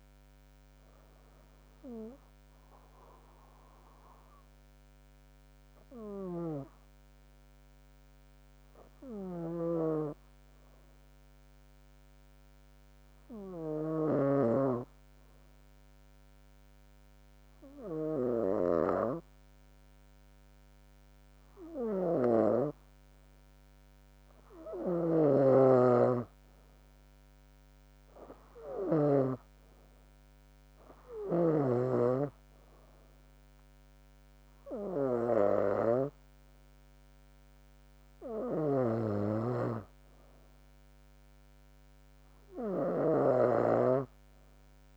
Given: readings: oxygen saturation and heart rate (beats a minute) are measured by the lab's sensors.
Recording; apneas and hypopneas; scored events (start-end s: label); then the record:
breathing in sleep by a microphone on the trachea; 1
1.50-5.00 s: arousal
6.50-23.50 s: hypopnea (oxygen 97% before, 93% lowest, heart rate 69 before, 66 extreme, up 4 after)
30.00-32.50 s: arousal
33.00-35.00 s: long interval between heartbeats (device-marked, heart rate 70 before, 78 extreme)
From the record:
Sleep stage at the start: N2 (light sleep); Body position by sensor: on the back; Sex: female